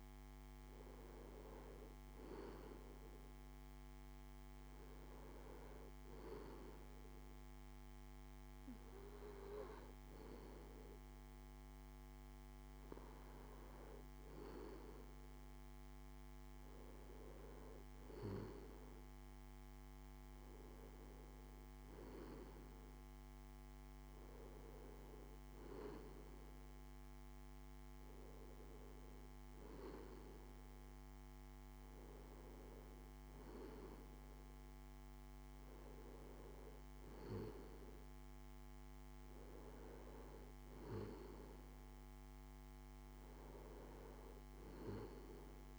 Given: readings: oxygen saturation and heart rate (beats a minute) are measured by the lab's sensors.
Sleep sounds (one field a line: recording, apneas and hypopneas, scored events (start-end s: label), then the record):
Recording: breathing in sleep by a microphone on the trachea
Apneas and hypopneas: none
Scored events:
none scored
From the record:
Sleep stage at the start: N2 (light sleep)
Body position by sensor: on the left side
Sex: male